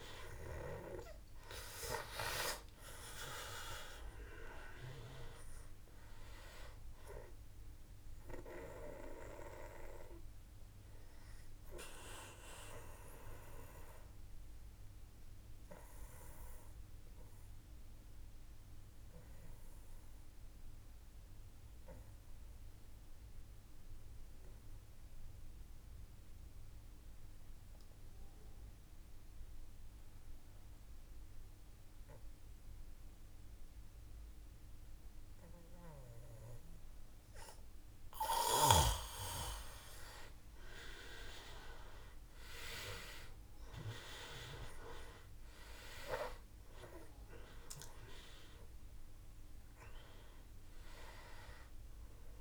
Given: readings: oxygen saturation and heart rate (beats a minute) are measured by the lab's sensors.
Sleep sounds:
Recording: breathing in sleep by a room microphone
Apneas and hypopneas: 1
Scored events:
0.00-11.50 s: oxygen desaturation (device-marked, oxygen 92% lowest, heart rate 52 extreme)
12.00-37.50 s: obstructive apnea (oxygen 97% before, 88% lowest, heart rate 57 before, 52 extreme, up 5 after)
41.50-46.50 s: arousal
41.50-52.41 s: oxygen desaturation (device-marked, oxygen 98% before, 88% lowest, heart rate 55 before, 55 extreme)
From the record:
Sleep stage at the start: N2 (light sleep)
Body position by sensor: on the back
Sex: male

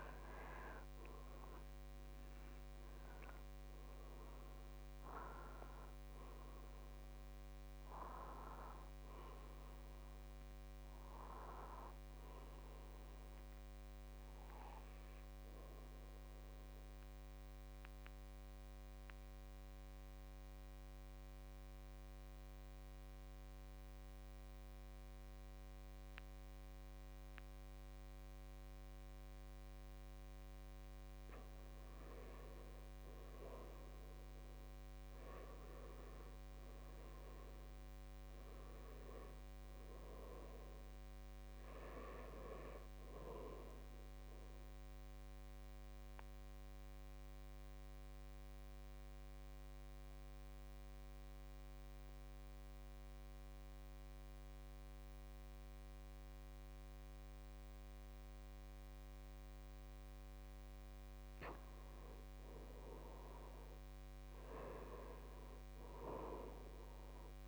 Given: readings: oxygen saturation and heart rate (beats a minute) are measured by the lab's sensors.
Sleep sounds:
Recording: breathing in sleep by a microphone on the trachea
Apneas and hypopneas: 2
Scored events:
0.00-28.50 s: oxygen desaturation (device-marked, oxygen 83% lowest, heart rate 52 extreme)
17.50-31.00 s: obstructive apnea (oxygen 98% before, 83% lowest, heart rate 65 before, 52 extreme, up 9 after)
34.00-38.50 s: arousal
44.50-59.50 s: obstructive apnea (oxygen 100% before, 87% lowest, heart rate 56 before, 52 extreme, up 8 after)
53.50-62.50 s: oxygen desaturation (device-marked, oxygen 98% before, 95% lowest, heart rate 58 before, 54 extreme)
62.00-66.00 s: arousal
From the record:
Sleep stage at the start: N2 (light sleep)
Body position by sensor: on the back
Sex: male

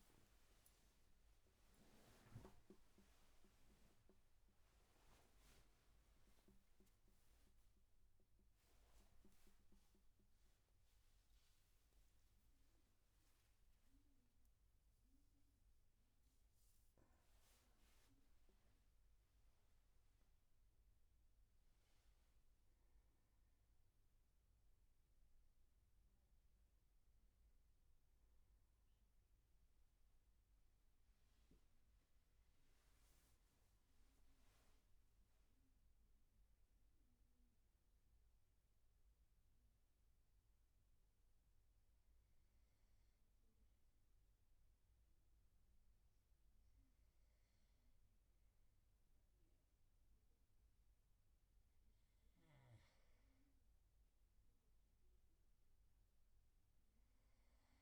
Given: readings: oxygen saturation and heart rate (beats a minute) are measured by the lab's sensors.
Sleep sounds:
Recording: a person awake in a sleep study, hard to hear, by a room microphone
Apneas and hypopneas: none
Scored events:
0.00-1.00 s: long interval between heartbeats (device-marked, heart rate 108 extreme)
0.00-2.50 s: tachycardia (device-marked, heart rate 118 extreme)
0.00-4.50 s: oxygen desaturation (device-marked, oxygen 92% lowest, heart rate 78 extreme)
3.50-13.50 s: tachycardia (device-marked, heart rate 76 before, 155 extreme)
9.00-11.00 s: long interval between heartbeats (device-marked, heart rate 98 before, 132 extreme)
11.00-13.00 s: long interval between heartbeats (device-marked, heart rate 103 before, 155 extreme)
40.50-57.82 s: new sleep stage, N2 (light sleep)
From the record:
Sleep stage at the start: awake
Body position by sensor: on the right side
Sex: male

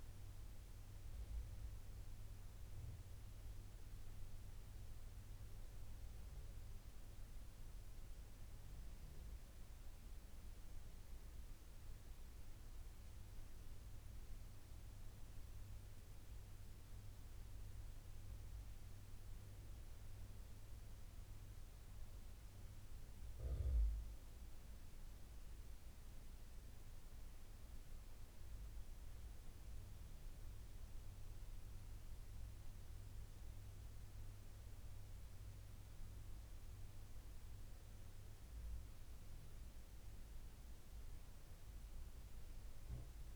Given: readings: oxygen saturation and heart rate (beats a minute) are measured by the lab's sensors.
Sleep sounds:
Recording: breathing in sleep, hard to hear, by a room microphone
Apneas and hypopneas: none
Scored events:
0.00-13.00 s: oxygen desaturation (device-marked, oxygen 94% lowest, heart rate 74 extreme)
41.00-43.36 s: new sleep stage, N2 (light sleep)
From the record:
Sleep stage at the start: N1 (lightest sleep)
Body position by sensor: on the front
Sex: male

